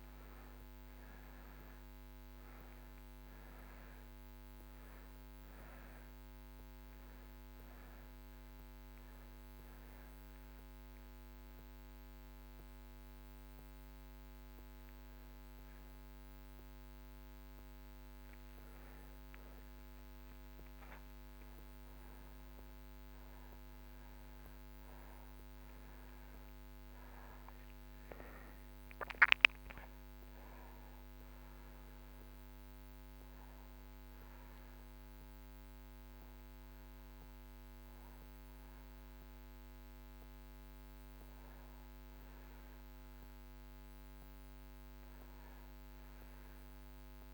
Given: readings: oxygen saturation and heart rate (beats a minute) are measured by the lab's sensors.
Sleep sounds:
breathing in sleep, hard to hear, by a microphone on the trachea; 1
0.00-28.50 s: oxygen desaturation (device-marked, oxygen 84% lowest)
9.50-19.50 s: hypopnea (oxygen 97% before, 84% lowest)
21.50-26.50 s: arousal
From the record:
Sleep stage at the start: N2 (light sleep); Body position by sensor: on the back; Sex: male

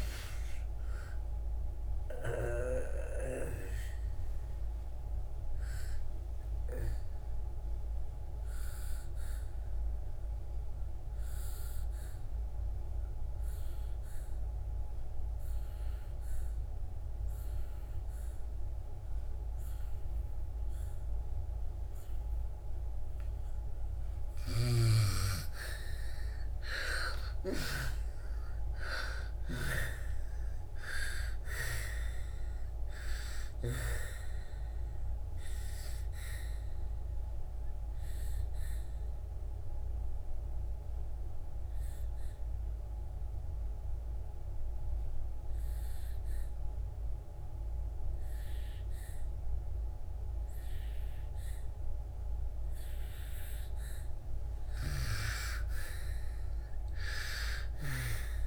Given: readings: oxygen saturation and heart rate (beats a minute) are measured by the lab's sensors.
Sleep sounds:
breathing in sleep by a room microphone; 2
0.00-14.50 s: oxygen desaturation (device-marked, oxygen 85% lowest, heart rate 65 extreme)
3.50-25.00 s: obstructive apnea (oxygen 96% before, 84% lowest, heart rate 82 before, 58 extreme, up 24 after)
25.50-44.50 s: oxygen desaturation (device-marked, oxygen 98% before, 84% lowest, heart rate 72 before, 58 extreme)
26.50-31.00 s: arousal
37.50-54.00 s: obstructive apnea (oxygen 98% before, 82% lowest, heart rate 75 before, 58 extreme, up 22 after)
55.50-58.47 s: arousal
From the record:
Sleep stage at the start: N2 (light sleep); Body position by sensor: on the back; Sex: female

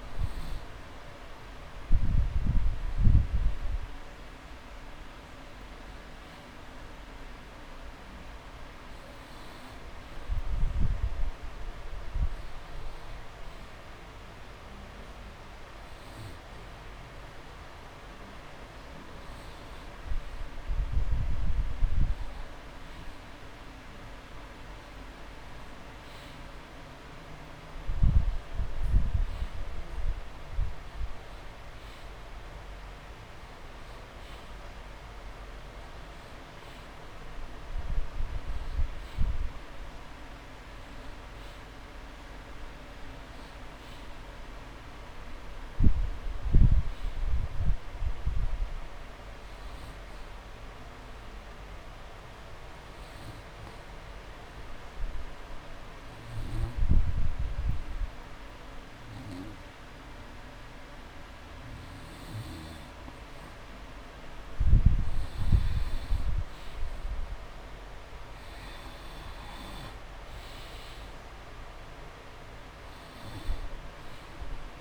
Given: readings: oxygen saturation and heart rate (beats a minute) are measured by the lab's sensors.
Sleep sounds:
breathing in sleep, hard to hear, by a room microphone; 1
44.50-47.50 s: arousal
51.50-62.50 s: obstructive apnea (oxygen 97% before, 92% lowest)
65.50-67.50 s: long interval between heartbeats (device-marked)
66.00-69.50 s: arousal
70.00-74.81 s: oxygen desaturation (device-marked, oxygen 97% before, 92% lowest)
71.00-74.81 s: drop in pulse transit time (device-marked)
From the record:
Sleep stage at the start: N2 (light sleep); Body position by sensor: on the back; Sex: male

